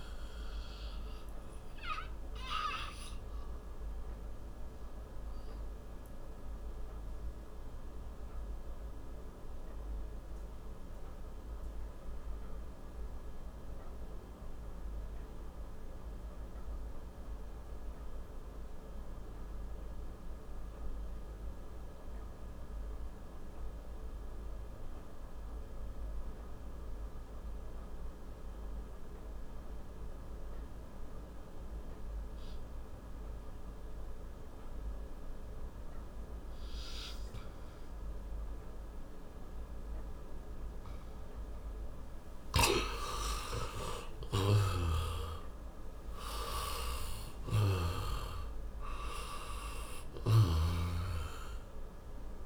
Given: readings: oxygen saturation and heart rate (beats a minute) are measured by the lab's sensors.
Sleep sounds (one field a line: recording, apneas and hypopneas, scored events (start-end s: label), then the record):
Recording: breathing in sleep by a room microphone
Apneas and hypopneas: 1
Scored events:
0.00-25.00 s: oxygen desaturation (device-marked, oxygen 87% lowest, heart rate 46 extreme)
1.00-40.50 s: obstructive apnea (oxygen 98% before, 85% lowest, heart rate 60 before, 54 extreme, up 14 after)
43.50-48.50 s: arousal
51.00-52.46 s: oxygen desaturation (device-marked, oxygen 96% before, 85% lowest, heart rate 63 before, 54 extreme)
From the record:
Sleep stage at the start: N2 (light sleep)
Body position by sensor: on the back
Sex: male